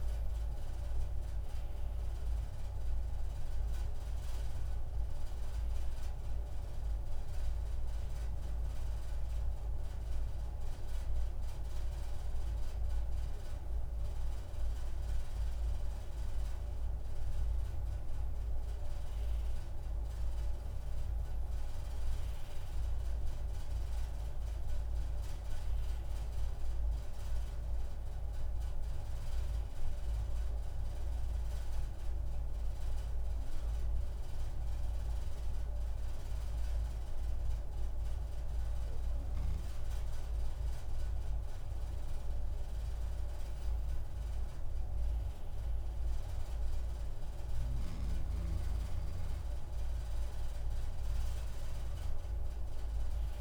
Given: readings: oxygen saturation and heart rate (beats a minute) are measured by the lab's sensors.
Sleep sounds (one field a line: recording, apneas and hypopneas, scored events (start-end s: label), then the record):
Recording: a person partly awake in a sleep study, hard to hear, by a room microphone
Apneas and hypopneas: 2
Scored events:
7.50-53.41 s: new sleep stage, N2 (light sleep)
8.50-18.50 s: hypopnea (oxygen 98% before, 95% lowest)
22.00-26.00 s: arousal
31.50-43.00 s: hypopnea (oxygen 98% before, 94% lowest)
46.50-50.00 s: arousal
From the record:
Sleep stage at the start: awake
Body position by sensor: on the back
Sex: male